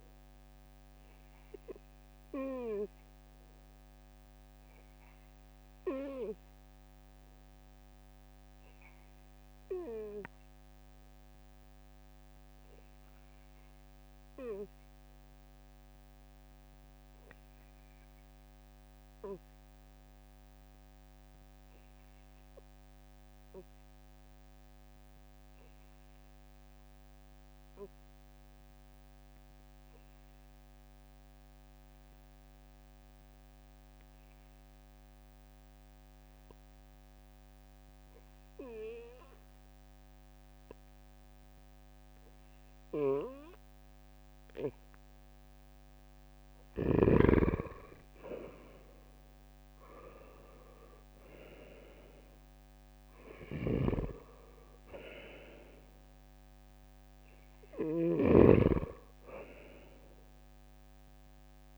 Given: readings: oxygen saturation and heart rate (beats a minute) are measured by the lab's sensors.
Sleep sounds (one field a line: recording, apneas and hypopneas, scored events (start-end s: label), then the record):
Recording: breathing in sleep by a microphone on the trachea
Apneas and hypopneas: 1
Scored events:
5.50-45.00 s: obstructive apnea (oxygen 96% before, 92% lowest, heart rate 70 before, 64 extreme, up 7 after)
6.00-21.00 s: oxygen desaturation (device-marked, oxygen 95% before, 92% lowest, heart rate 70 before, 65 extreme)
38.00-53.00 s: oxygen desaturation (device-marked, oxygen 98% before, 94% lowest, heart rate 67 before, 63 extreme)
48.50-53.00 s: arousal
53.00-57.50 s: snoring (device-marked)
From the record:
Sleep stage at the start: N2 (light sleep)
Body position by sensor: on the right side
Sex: male